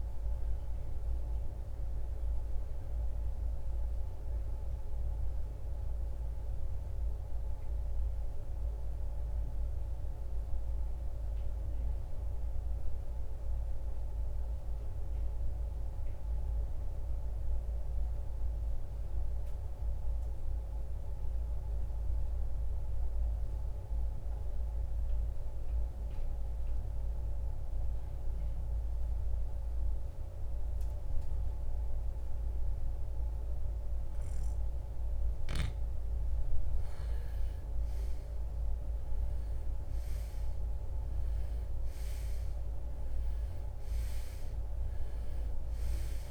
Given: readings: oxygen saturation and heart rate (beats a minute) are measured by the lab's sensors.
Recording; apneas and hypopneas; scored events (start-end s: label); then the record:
breathing in sleep, hard to hear, by a room microphone; 1
7.50-35.00 s: obstructive apnea (oxygen 94% before, 82% lowest, heart rate 73 before, 48 extreme, up 18 after)
10.50-31.50 s: oxygen desaturation (device-marked, oxygen 93% before, 82% lowest, heart rate 75 before, 48 extreme)
36.00-41.00 s: arousal
41.50-46.31 s: new sleep stage, REM sleep
From the record:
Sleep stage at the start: N2 (light sleep); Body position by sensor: on the right side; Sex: male